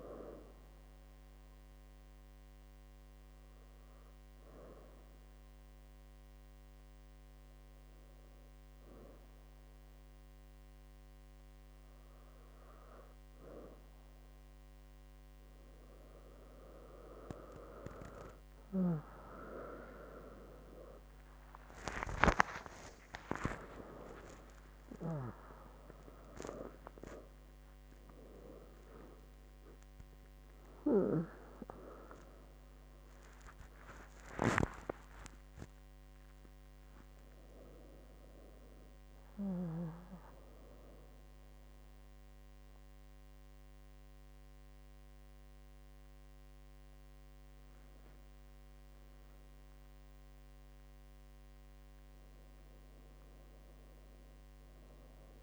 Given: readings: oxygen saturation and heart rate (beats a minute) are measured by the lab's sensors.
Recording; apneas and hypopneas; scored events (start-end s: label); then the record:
a person awake in a sleep study, by a microphone on the trachea; 1
0.50-13.50 s: hypopnea (oxygen 96% before, 93% lowest, heart rate 72 before, 69 extreme, up 7 after)
14.50-44.50 s: new sleep stage, awake
44.50-55.43 s: new sleep stage, N2 (light sleep)
From the record:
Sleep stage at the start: N2 (light sleep); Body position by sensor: on the back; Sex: female